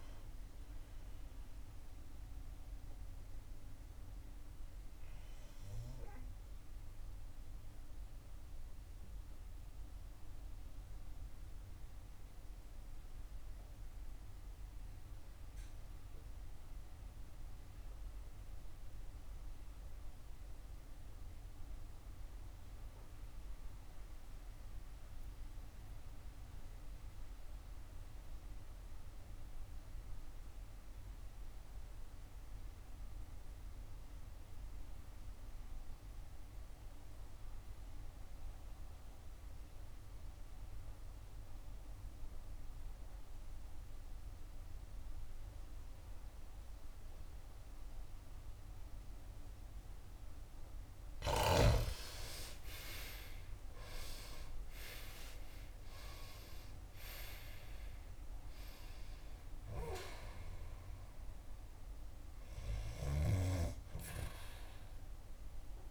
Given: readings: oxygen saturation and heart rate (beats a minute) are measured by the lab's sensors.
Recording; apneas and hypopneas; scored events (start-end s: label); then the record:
breathing in sleep by a room microphone; 1
0.00-15.50 s: oxygen desaturation (device-marked, oxygen 84% lowest, heart rate 57 extreme)
7.00-51.50 s: obstructive apnea (oxygen 95% before, 83% lowest, heart rate 67 before, 56 extreme, up 15 after)
33.50-65.91 s: oxygen desaturation (device-marked, oxygen 97% before, 83% lowest, heart rate 61 before, 55 extreme)
52.00-54.00 s: long interval between heartbeats (device-marked, heart rate 65 before, 77 extreme)
52.50-57.00 s: arousal
From the record:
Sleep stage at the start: N2 (light sleep); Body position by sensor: on the back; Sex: female